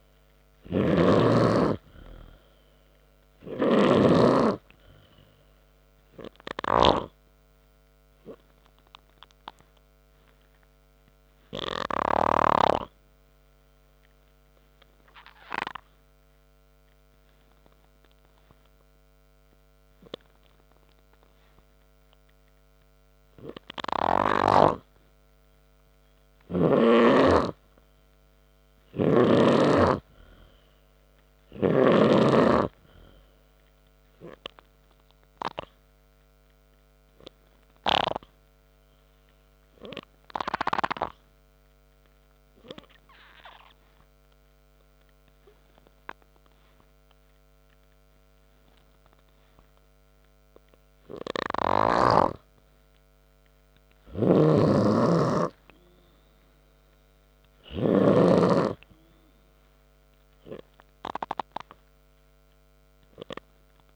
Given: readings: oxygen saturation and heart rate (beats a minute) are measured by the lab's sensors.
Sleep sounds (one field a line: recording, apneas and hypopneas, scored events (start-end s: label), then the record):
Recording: breathing in sleep by a microphone on the trachea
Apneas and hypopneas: 2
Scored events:
0.00-12.50 s: oxygen desaturation (device-marked, oxygen 92% lowest, heart rate 59 extreme)
4.00-13.00 s: snoring (device-marked)
16.00-27.00 s: hypopnea (oxygen 97% before, 93% lowest, heart rate 64 before, 59 extreme, up 6 after)
31.50-35.50 s: arousal
42.50-52.50 s: obstructive apnea (oxygen 97% before, 93% lowest, heart rate 63 before, 59 extreme, up 4 after)
55.00-59.00 s: snoring (device-marked)
60.00-63.96 s: arousal
From the record:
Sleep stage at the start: N3 (deep sleep)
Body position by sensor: on the back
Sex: male